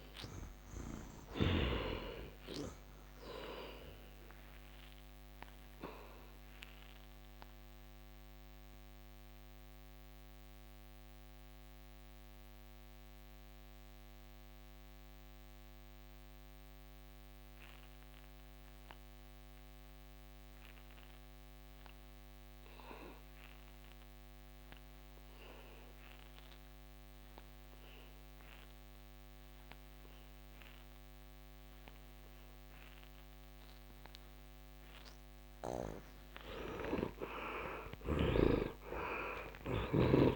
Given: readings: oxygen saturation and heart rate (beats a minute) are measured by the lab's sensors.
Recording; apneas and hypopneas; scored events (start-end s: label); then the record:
breathing in sleep by a microphone on the trachea; 1
0.00-1.50 s: arousal
0.00-10.50 s: oxygen desaturation (device-marked, oxygen 57% lowest, heart rate 63 extreme)
5.00-32.50 s: mixed apnea (oxygen 83% before, 51% lowest, heart rate 79 before, 62 extreme, up 37 after)
35.50-39.50 s: arousal
From the record:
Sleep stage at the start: N2 (light sleep); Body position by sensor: on the back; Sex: male